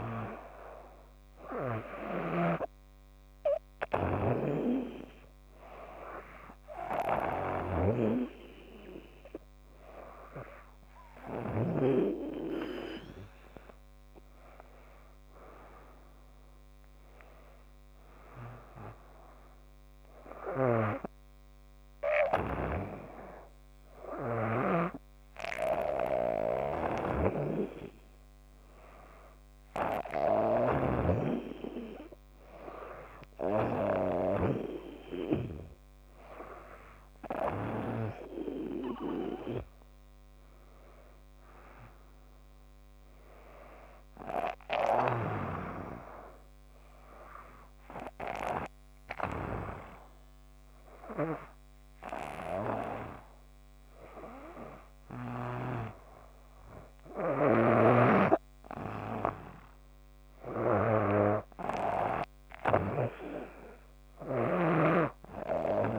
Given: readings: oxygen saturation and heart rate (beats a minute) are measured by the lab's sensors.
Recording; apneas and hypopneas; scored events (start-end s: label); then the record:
breathing in sleep by a microphone on the trachea; none
0.00-11.50 s: snoring (device-marked)
20.00-24.50 s: snoring (device-marked)
26.50-34.50 s: snoring (device-marked)
57.50-65.99 s: snoring (device-marked)
From the record:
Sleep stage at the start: N2 (light sleep); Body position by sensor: on the back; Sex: female